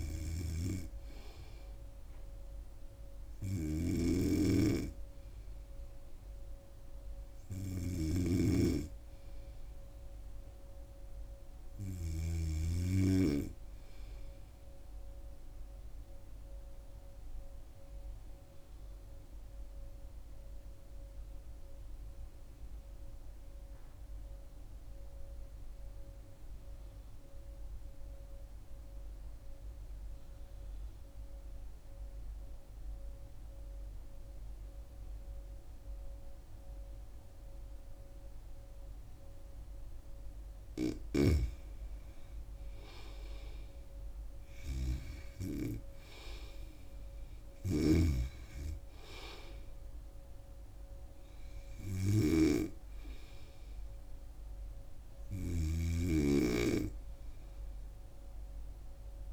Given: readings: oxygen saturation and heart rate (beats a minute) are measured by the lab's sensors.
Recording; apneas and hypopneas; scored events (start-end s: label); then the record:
breathing in sleep by a room microphone; 1
0.00-14.50 s: oxygen desaturation (device-marked, oxygen 93% lowest, heart rate 72 extreme)
4.00-12.50 s: snoring (device-marked)
15.00-41.00 s: obstructive apnea (oxygen 97% before, 87% lowest, heart rate 77 before, 72 extreme, up 5 after)
37.50-59.33 s: oxygen desaturation (device-marked, oxygen 97% before, 87% lowest, heart rate 74 before, 74 extreme)
43.00-46.50 s: arousal
48.00-59.33 s: snoring (device-marked)
From the record:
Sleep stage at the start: N2 (light sleep); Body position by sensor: on the right side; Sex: female